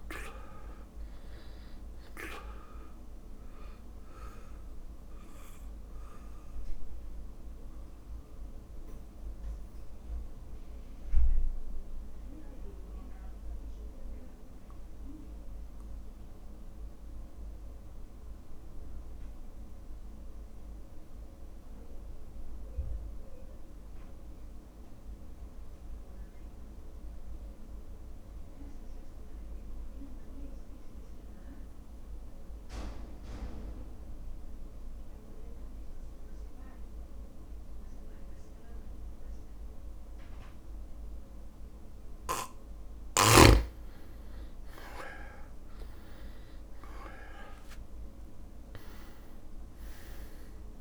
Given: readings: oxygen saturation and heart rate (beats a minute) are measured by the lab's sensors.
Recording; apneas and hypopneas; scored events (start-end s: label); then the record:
breathing in sleep by a room microphone; 1
0.00-23.50 s: drop in pulse transit time (device-marked, heart rate 54 extreme)
0.00-27.50 s: oxygen desaturation (device-marked, oxygen 85% lowest, heart rate 54 extreme)
5.00-42.00 s: mixed apnea (oxygen 100% before, 83% lowest, heart rate 55 before, 53 extreme, up 2 after)
41.50-50.81 s: oxygen desaturation (device-marked, oxygen 100% before, 83% lowest, heart rate 54 before, 53 extreme)
45.00-48.50 s: arousal
47.50-50.81 s: drop in pulse transit time (device-marked, heart rate 55 before, 53 extreme)
From the record:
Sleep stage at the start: N2 (light sleep); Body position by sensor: on the back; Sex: male